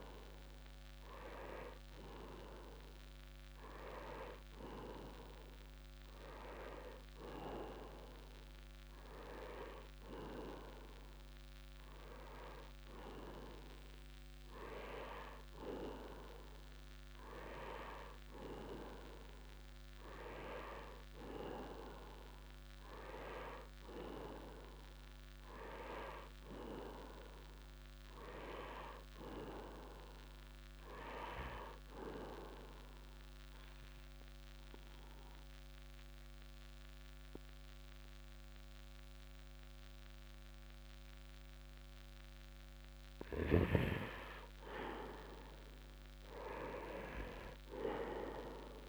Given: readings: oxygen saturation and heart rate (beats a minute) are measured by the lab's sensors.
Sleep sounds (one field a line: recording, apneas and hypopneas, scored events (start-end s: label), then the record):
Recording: breathing in sleep by a microphone on the trachea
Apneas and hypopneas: 1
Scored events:
27.00-30.50 s: arousal
33.50-44.50 s: obstructive apnea (oxygen 98% before, 91% lowest, heart rate 66 before, 62 extreme, up 0 after)
From the record:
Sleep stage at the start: N2 (light sleep)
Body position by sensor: on the right side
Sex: male